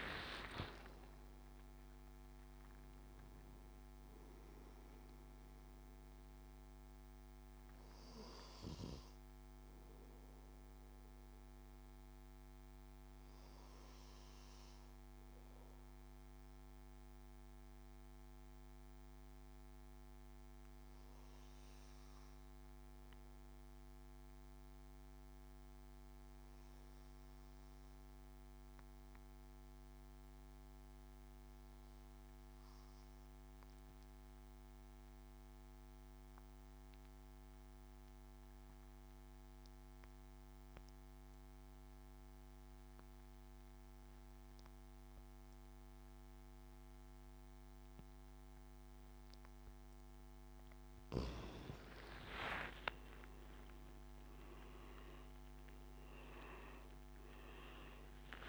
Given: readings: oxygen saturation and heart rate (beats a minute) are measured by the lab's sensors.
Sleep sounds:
breathing in sleep by a microphone on the trachea; 1
0.00-2.00 s: long interval between heartbeats (device-marked, heart rate 73 before, 89 extreme)
0.00-17.00 s: oxygen desaturation (device-marked, oxygen 92% lowest, heart rate 58 extreme)
5.00-9.00 s: bradycardia (device-marked, heart rate 70 before, 59 extreme)
10.00-49.50 s: obstructive apnea (oxygen 98% before, 87% lowest, heart rate 77 before, 61 extreme, up 16 after)
36.00-58.49 s: oxygen desaturation (device-marked, oxygen 99% before, 87% lowest, heart rate 68 before, 65 extreme)
52.00-57.50 s: arousal
From the record:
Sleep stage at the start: N2 (light sleep); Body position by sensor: on the back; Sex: male

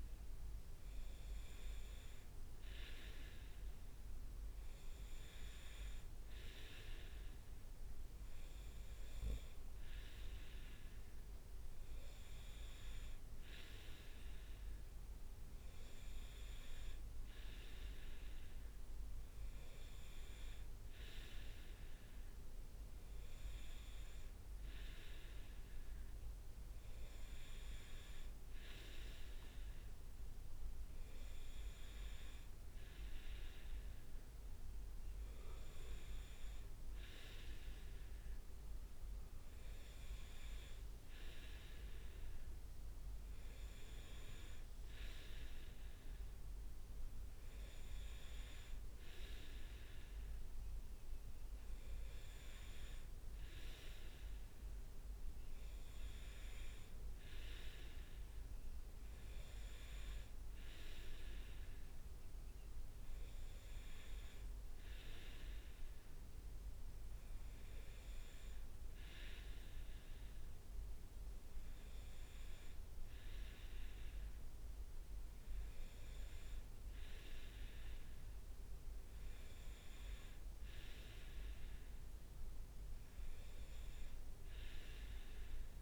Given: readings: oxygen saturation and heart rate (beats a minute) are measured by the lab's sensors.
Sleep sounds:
breathing in sleep by a room microphone; none
none scored
From the record:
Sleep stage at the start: N2 (light sleep); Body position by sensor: on the right side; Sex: male

